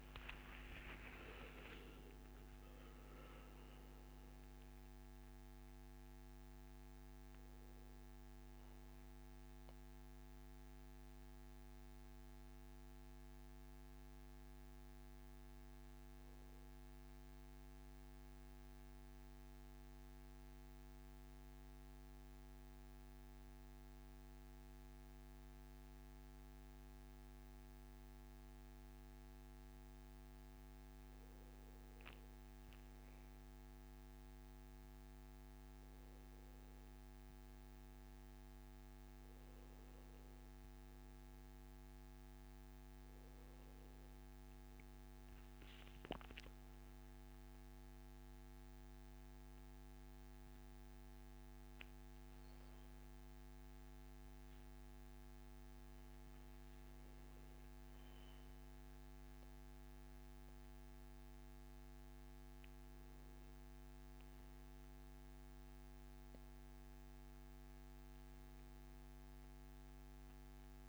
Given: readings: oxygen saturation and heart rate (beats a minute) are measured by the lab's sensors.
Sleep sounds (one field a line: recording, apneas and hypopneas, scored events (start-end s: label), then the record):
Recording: breathing in sleep, hard to hear, by a microphone on the trachea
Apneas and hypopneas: 1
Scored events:
2.00-6.50 s: arousal
9.50-30.00 s: mixed apnea (oxygen 97% before, 93% lowest, heart rate 121 before, 141 extreme, up 1 after)
10.50-25.50 s: oxygen desaturation (device-marked, oxygen 97% before, 93% lowest, heart rate 123 before, 141 extreme)
45.50-52.00 s: arousal
From the record:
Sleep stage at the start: N1 (lightest sleep)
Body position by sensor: on the back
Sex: male